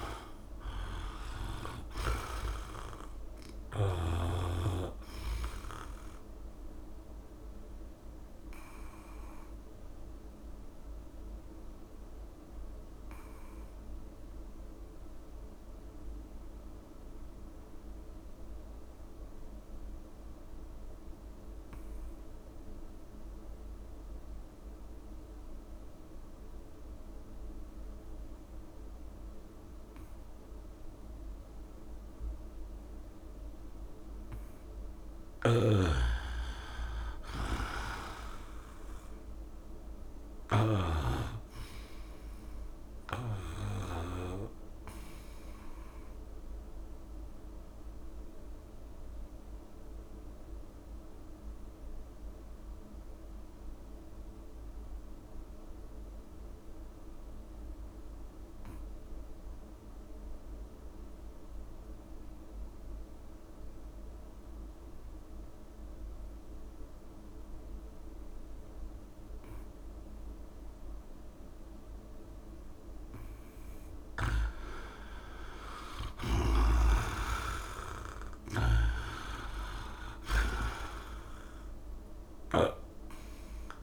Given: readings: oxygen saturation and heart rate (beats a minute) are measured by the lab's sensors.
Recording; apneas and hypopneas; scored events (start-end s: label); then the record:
breathing in sleep by a room microphone; 2
0.00-1.00 s: arousal
0.00-18.50 s: oxygen desaturation (device-marked, oxygen 82% lowest, heart rate 66 extreme)
8.50-68.50 s: new sleep stage, REM sleep
10.50-33.50 s: obstructive apnea (oxygen 98% before, 81% lowest, heart rate 71 before, 66 extreme, up 4 after)
32.50-62.50 s: oxygen desaturation (device-marked, oxygen 99% before, 81% lowest, heart rate 68 before, 66 extreme)
35.00-43.50 s: snoring (device-marked)
36.50-39.50 s: arousal
47.50-73.00 s: obstructive apnea (oxygen 99% before, 80% lowest, heart rate 69 before, 66 extreme, up 15 after)
68.50-83.83 s: new sleep stage, N2 (light sleep)
72.50-83.83 s: oxygen desaturation (device-marked, oxygen 97% before, 81% lowest, heart rate 68 before, 65 extreme)
76.00-82.50 s: snoring (device-marked)
76.50-82.00 s: arousal
78.00-80.00 s: long interval between heartbeats (device-marked, heart rate 68 before, 76 extreme)
From the record:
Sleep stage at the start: N2 (light sleep); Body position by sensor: on the back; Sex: male